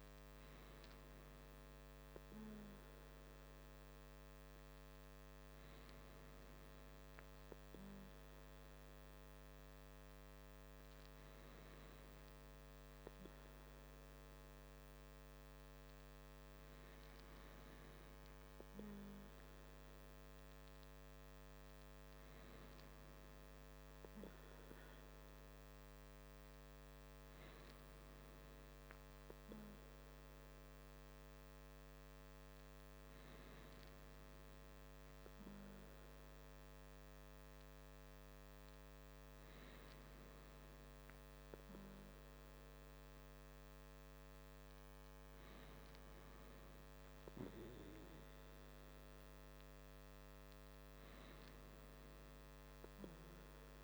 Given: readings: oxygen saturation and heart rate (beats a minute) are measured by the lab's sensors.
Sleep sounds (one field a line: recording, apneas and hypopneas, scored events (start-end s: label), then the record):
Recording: breathing in sleep, hard to hear, by a microphone on the trachea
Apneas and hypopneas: none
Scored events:
none scored
From the record:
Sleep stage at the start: N2 (light sleep)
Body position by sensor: on the back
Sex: male